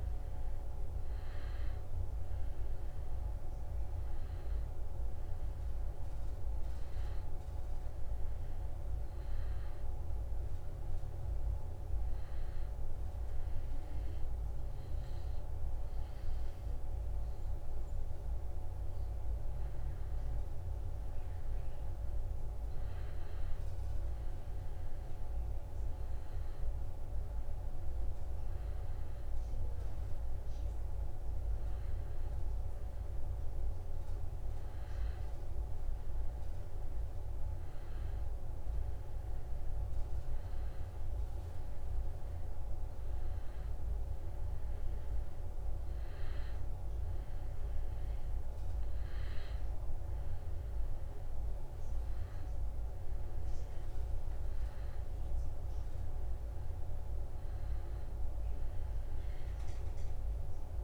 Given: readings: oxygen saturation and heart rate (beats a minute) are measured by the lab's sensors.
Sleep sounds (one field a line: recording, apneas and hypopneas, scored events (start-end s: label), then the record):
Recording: breathing in sleep, hard to hear, by a room microphone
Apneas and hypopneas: 1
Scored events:
1.50-6.50 s: arousal
10.50-21.50 s: hypopnea (oxygen 96% before, 93% lowest, heart rate 74 before, 72 extreme, up 3 after)
23.50-27.50 s: arousal
From the record:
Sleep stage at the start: N2 (light sleep)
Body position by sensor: on the back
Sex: male